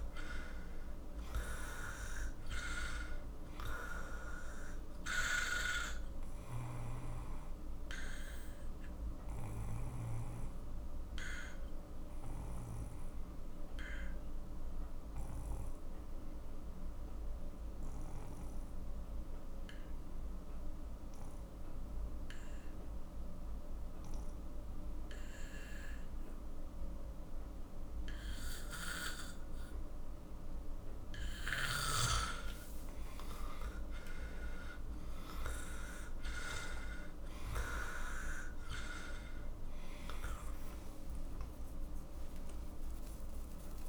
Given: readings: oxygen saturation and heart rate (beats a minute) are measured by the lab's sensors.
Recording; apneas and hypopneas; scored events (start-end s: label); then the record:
breathing in sleep by a room microphone; 1
0.00-1.00 s: arousal
0.00-17.50 s: oxygen desaturation (device-marked, oxygen 91% lowest, heart rate 41 extreme)
9.00-31.00 s: obstructive apnea (oxygen 97% before, 91% lowest, heart rate 54 before, 42 extreme, up 12 after)
32.50-43.89 s: oxygen desaturation (device-marked, oxygen 97% before, 92% lowest, heart rate 48 before, 43 extreme)
40.50-43.89 s: arousal
From the record:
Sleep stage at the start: N2 (light sleep); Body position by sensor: on the back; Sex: male